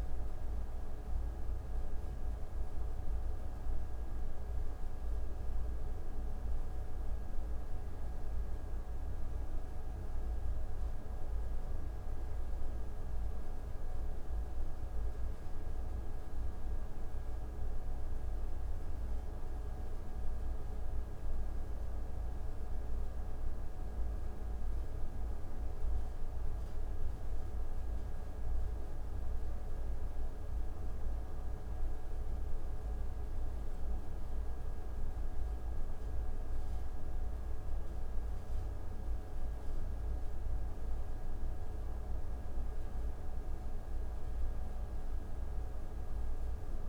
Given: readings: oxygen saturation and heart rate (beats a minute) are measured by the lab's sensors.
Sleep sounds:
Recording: breathing in sleep, hard to hear, by a room microphone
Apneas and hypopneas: none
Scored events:
none scored
From the record:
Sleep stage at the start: N1 (lightest sleep)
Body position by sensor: on the right side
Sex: male

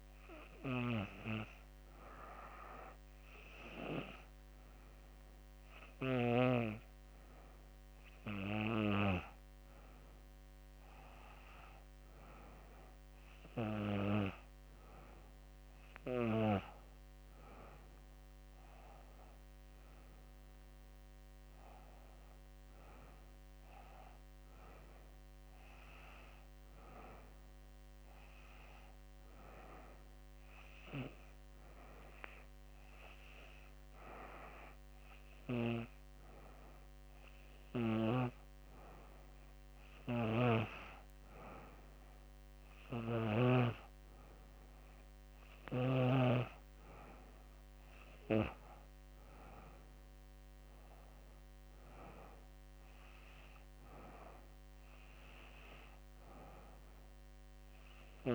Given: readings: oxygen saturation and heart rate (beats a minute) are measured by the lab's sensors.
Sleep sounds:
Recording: breathing in sleep by a microphone on the trachea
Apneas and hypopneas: none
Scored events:
none scored
From the record:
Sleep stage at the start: N2 (light sleep)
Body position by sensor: on the back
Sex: female

